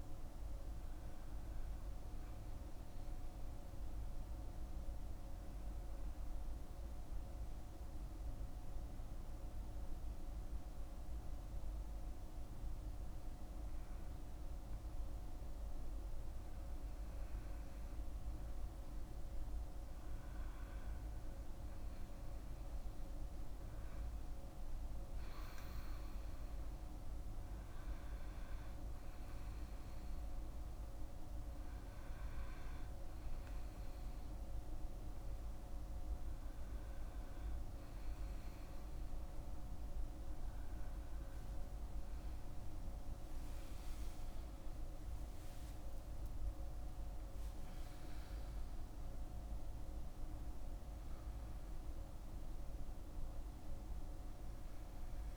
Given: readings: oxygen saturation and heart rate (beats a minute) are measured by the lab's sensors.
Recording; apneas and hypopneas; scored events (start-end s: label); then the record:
breathing in sleep, hard to hear, by a room microphone; 1
3.50-19.00 s: hypopnea (oxygen 99% before, 95% lowest, heart rate 56 before, 54 extreme, up 4 after)
20.50-25.00 s: arousal
27.00-55.36 s: new sleep stage, N2 (light sleep)
31.00-49.00 s: oxygen desaturation (device-marked, oxygen 98% before, 95% lowest, heart rate 56 before, 52 extreme)
42.50-48.00 s: arousal
From the record:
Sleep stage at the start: REM sleep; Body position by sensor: on the back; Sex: male